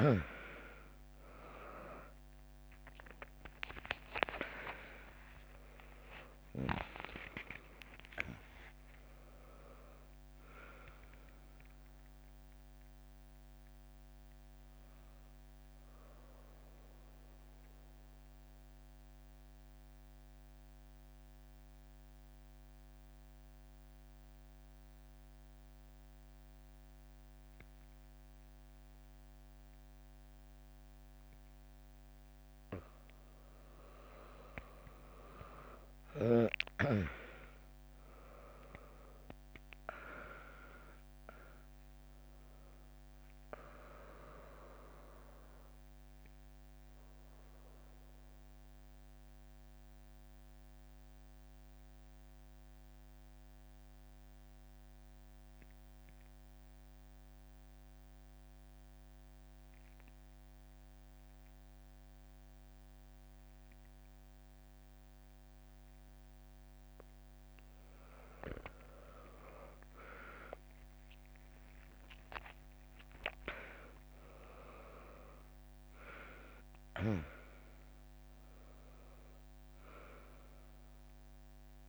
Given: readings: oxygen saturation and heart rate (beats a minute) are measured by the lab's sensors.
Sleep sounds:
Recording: a person partly awake in a sleep study, by a microphone on the trachea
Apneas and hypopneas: 1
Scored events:
30.00-81.89 s: new sleep stage, N2 (light sleep)
48.00-66.50 s: mixed apnea (oxygen 100% before, 94% lowest, heart rate 65 before, 61 extreme, up 2 after)
69.50-74.50 s: arousal
72.00-81.89 s: drop in pulse transit time (device-marked, heart rate 65 before, 62 extreme)
72.00-81.89 s: oxygen desaturation (device-marked, oxygen 99% before, 94% lowest, heart rate 65 before, 59 extreme)
From the record:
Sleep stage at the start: awake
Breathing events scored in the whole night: 409 in 4.5 hours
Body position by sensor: on the back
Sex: female

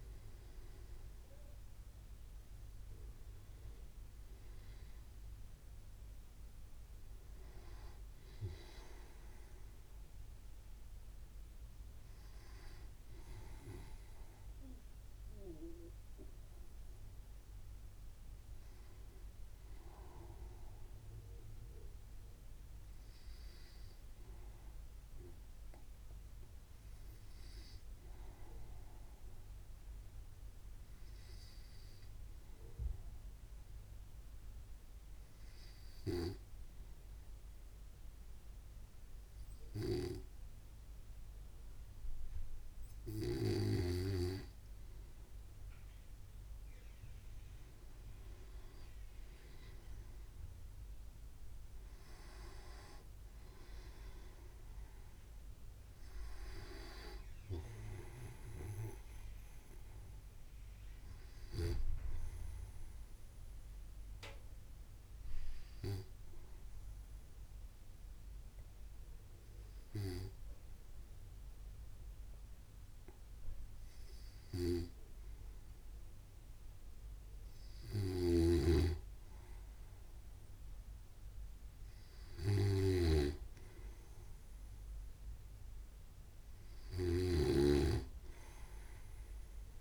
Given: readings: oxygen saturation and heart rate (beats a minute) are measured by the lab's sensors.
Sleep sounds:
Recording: breathing in sleep by a room microphone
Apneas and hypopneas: 2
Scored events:
21.50-42.50 s: hypopnea (oxygen 97% before, 94% lowest, heart rate 65 before, 64 extreme, up 1 after)
46.50-50.50 s: arousal
63.50-77.00 s: obstructive apnea (oxygen 97% before, 94% lowest, heart rate 65 before, 63 extreme, up 0 after)
79.00-89.81 s: snoring (device-marked)
80.50-83.00 s: arousal
From the record:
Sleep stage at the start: N2 (light sleep)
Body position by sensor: on the right side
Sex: male

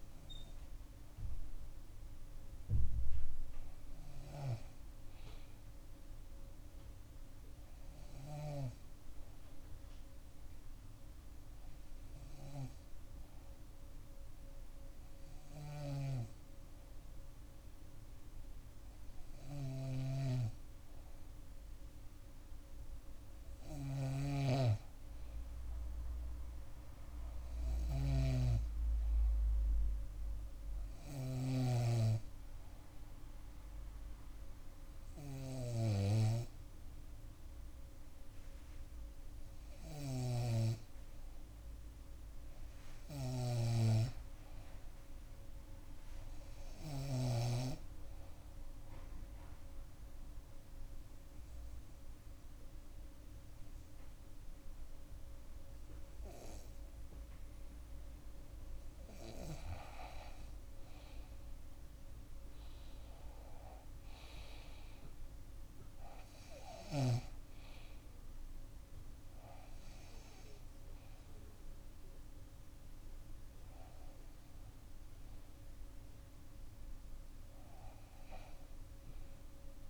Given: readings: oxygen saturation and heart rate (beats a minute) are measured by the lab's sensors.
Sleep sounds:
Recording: breathing in sleep by a room microphone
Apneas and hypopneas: 1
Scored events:
19.50-31.50 s: snoring (device-marked)
39.50-47.00 s: snoring (device-marked)
48.00-58.50 s: obstructive apnea (oxygen 95% before, 93% lowest, heart rate 69 before, 57 extreme, up 11 after)
53.50-57.50 s: bradycardia (device-marked, heart rate 67 before, 59 extreme)
62.50-66.50 s: arousal
From the record:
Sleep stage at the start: N2 (light sleep)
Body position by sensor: on the back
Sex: female

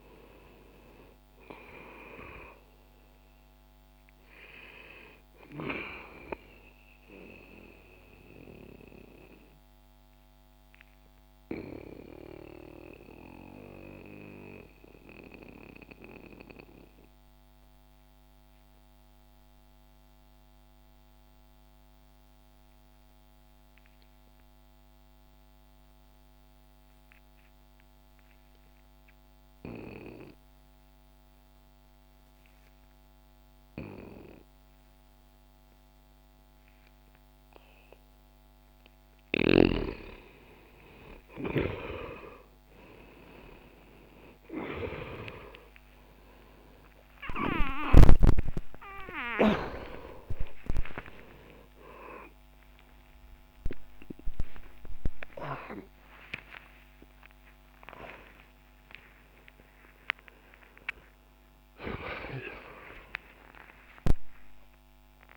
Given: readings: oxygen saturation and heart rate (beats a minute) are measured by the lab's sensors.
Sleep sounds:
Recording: a person partly awake in a sleep study, by a microphone on the trachea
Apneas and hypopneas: 1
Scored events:
6.50-37.50 s: obstructive apnea (oxygen 97% before, 88% lowest, heart rate 62 before, 60 extreme, up 4 after)
20.50-28.50 s: oxygen desaturation (device-marked, oxygen 93% before, 90% lowest, heart rate 62 before, 60 extreme)
37.50-56.50 s: oxygen desaturation (device-marked, oxygen 98% before, 89% lowest, heart rate 62 before, 40 extreme)
44.50-65.37 s: new sleep stage, awake
From the record:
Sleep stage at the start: N2 (light sleep)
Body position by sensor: on the back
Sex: male

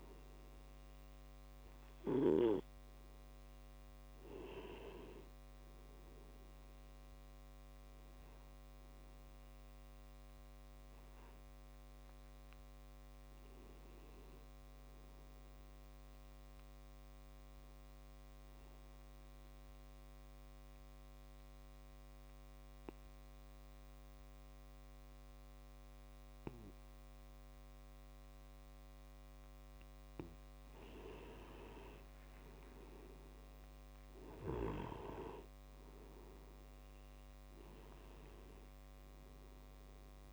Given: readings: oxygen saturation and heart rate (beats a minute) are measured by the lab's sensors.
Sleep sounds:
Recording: breathing in sleep by a microphone on the trachea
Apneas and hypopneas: 1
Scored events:
18.00-30.00 s: obstructive apnea (oxygen 97% before, 91% lowest)
32.00-35.50 s: arousal
36.50-40.33 s: oxygen desaturation (device-marked, oxygen 96% before, 91% lowest)
From the record:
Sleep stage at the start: N2 (light sleep)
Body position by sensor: on the back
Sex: male

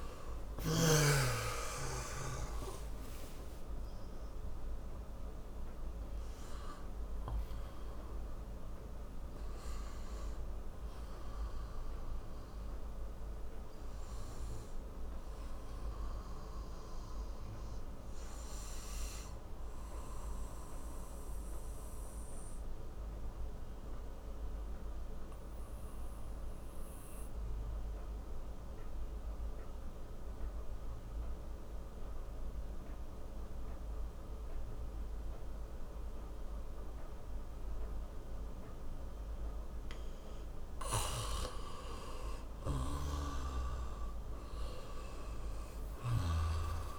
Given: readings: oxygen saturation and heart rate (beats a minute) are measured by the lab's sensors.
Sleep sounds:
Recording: a person partly awake in a sleep study, by a room microphone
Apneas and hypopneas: 1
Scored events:
2.00-10.00 s: oxygen desaturation (device-marked, oxygen 95% before, 92% lowest)
11.00-46.99 s: new sleep stage, N2 (light sleep)
17.00-40.50 s: obstructive apnea (oxygen 95% before, 89% lowest)
41.00-46.99 s: oxygen desaturation (device-marked, oxygen 99% before, 89% lowest)
42.00-45.50 s: arousal
From the record:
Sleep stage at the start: awake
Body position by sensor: on the back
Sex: male

